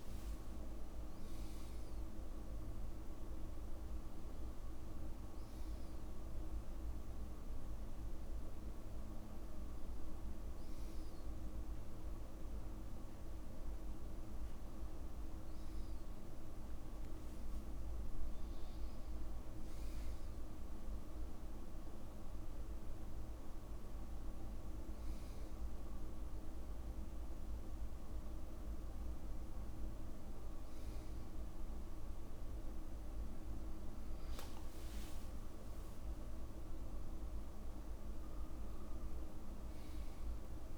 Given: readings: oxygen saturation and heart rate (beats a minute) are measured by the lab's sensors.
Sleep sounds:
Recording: breathing in sleep, hard to hear, by a room microphone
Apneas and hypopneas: none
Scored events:
0.00-1.50 s: long interval between heartbeats (device-marked, heart rate 79 extreme)
0.00-3.00 s: arousal
34.50-36.50 s: long interval between heartbeats (device-marked, heart rate 66 before, 75 extreme)
From the record:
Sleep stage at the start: N2 (light sleep)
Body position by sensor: on the back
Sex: male

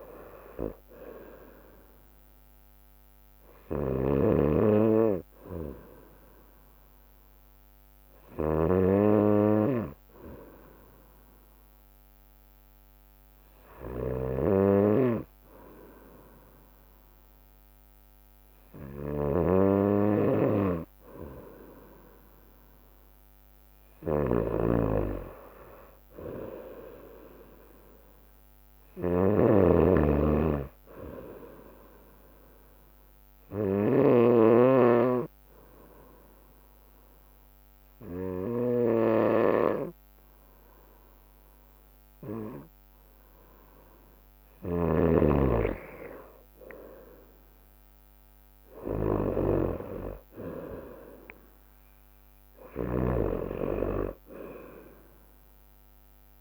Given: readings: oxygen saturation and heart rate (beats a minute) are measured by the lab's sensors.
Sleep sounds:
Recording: breathing in sleep by a microphone on the trachea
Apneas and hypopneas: 2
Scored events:
0.00-56.41 s: snoring (device-marked)
9.50-20.50 s: hypopnea (oxygen 95% before, 92% lowest, heart rate 66 before, 62 extreme, up 6 after)
22.00-34.00 s: drop in pulse transit time (device-marked, heart rate 63 before, 66 extreme)
23.00-26.50 s: arousal
30.00-32.00 s: long interval between heartbeats (device-marked, heart rate 64 before, 75 extreme)
33.50-44.50 s: obstructive apnea (oxygen 95% before, 92% lowest, heart rate 66 before, 63 extreme, up 13 after)
45.50-47.50 s: long interval between heartbeats (device-marked, heart rate 69 before, 74 extreme)
46.00-56.41 s: drop in pulse transit time (device-marked, heart rate 70 before, 64 extreme)
48.00-52.00 s: arousal
From the record:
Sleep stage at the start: N2 (light sleep)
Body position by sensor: on the right side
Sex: female

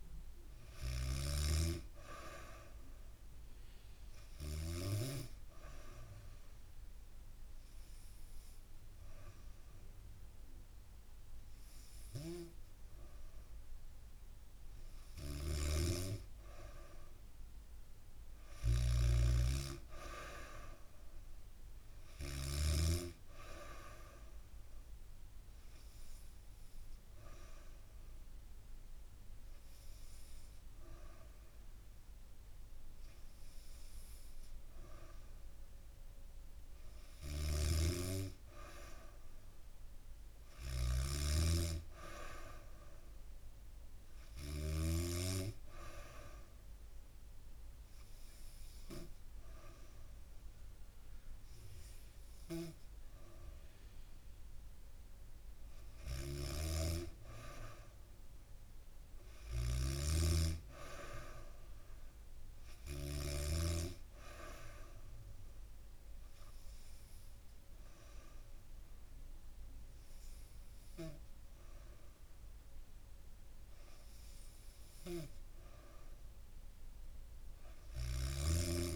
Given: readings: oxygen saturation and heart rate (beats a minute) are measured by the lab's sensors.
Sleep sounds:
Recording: breathing in sleep by a room microphone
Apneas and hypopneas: 4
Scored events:
0.00-4.50 s: snoring (device-marked)
4.50-14.50 s: hypopnea (oxygen 95% before, 92% lowest, heart rate 71 before, 66 extreme, up 2 after)
14.50-22.00 s: snoring (device-marked)
17.50-21.00 s: arousal
24.50-35.50 s: hypopnea (oxygen 95% before, 92% lowest, heart rate 69 before, 67 extreme)
37.00-44.50 s: snoring (device-marked)
37.50-40.00 s: arousal
45.00-55.00 s: hypopnea (oxygen 95% before, 92% lowest, heart rate 70 before, 67 extreme, up 2 after)
55.50-62.50 s: snoring (device-marked)
59.50-63.00 s: arousal
64.50-74.50 s: hypopnea (oxygen 95% before, 92% lowest, heart rate 69 before, 67 extreme, up 3 after)
76.00-78.96 s: arousal
77.50-78.96 s: snoring (device-marked)
From the record:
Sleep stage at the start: N2 (light sleep)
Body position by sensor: on the back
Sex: female

